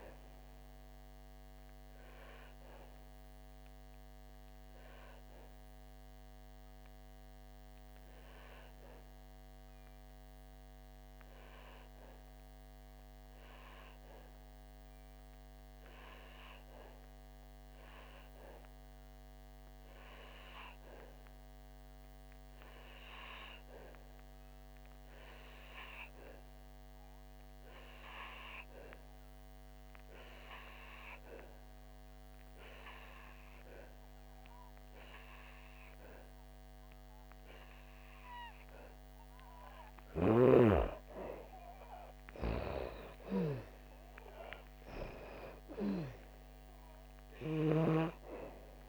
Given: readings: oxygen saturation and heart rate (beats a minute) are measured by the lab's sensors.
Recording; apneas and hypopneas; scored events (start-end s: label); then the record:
breathing in sleep by a microphone on the trachea; 1
0.50-23.50 s: oxygen desaturation (device-marked, oxygen 97% before, 88% lowest, heart rate 67 before, 56 extreme)
0.50-38.50 s: obstructive apnea (oxygen 97% before, 88% lowest, heart rate 67 before, 56 extreme, up 7 after)
37.50-43.50 s: oxygen desaturation (device-marked, oxygen 97% before, 92% lowest, heart rate 64 before, 59 extreme)
41.50-45.50 s: arousal
From the record:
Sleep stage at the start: N2 (light sleep); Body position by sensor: on the back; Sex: female